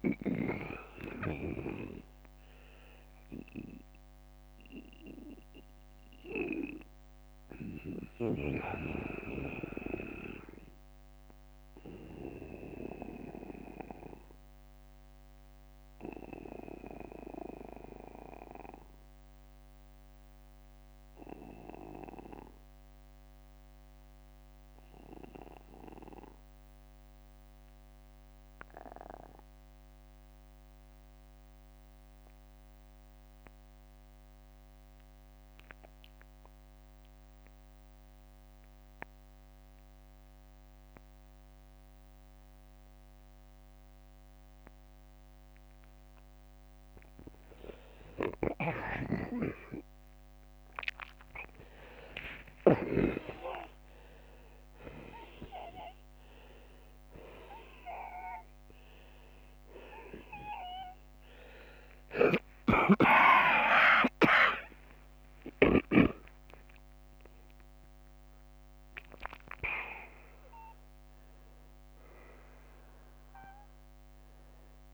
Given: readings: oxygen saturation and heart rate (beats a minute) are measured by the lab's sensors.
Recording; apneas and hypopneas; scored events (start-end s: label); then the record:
breathing in sleep by a microphone on the trachea; 1
0.00-2.00 s: long interval between heartbeats (device-marked, heart rate 61 before, 66 extreme)
0.00-2.00 s: oxygen desaturation (device-marked, oxygen 91% lowest, heart rate 49 extreme)
2.50-45.50 s: obstructive apnea (oxygen 97% before, 84% lowest, heart rate 62 before, 36 extreme, up 40 after)
11.00-31.00 s: oxygen desaturation (device-marked, oxygen 93% before, 84% lowest, heart rate 62 before, 36 extreme)
48.00-52.50 s: arousal
51.00-74.94 s: oxygen desaturation (device-marked, oxygen 96% before, 85% lowest, heart rate 50 before, 49 extreme)
52.50-54.50 s: long interval between heartbeats (device-marked, heart rate 50 before, 75 extreme)
64.00-66.00 s: long interval between heartbeats (device-marked, heart rate 63 before, 87 extreme)
From the record:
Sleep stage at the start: N2 (light sleep); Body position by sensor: on the back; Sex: male